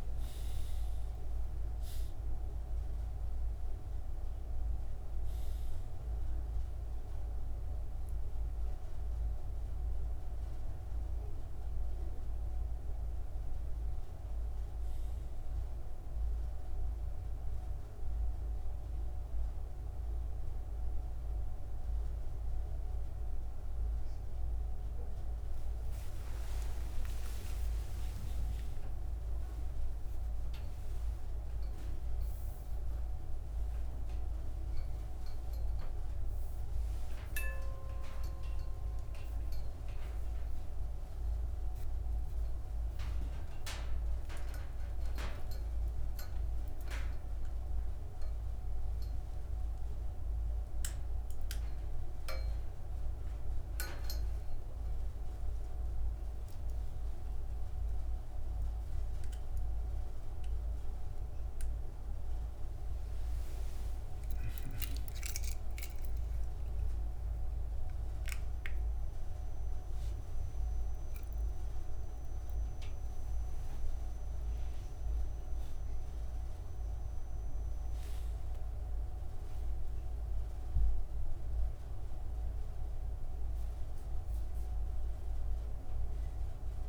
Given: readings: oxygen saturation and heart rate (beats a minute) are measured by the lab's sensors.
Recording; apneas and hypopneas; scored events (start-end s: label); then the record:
a person awake in a sleep study, hard to hear, by a room microphone; none
none scored
From the record:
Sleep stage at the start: awake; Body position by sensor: on the front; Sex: male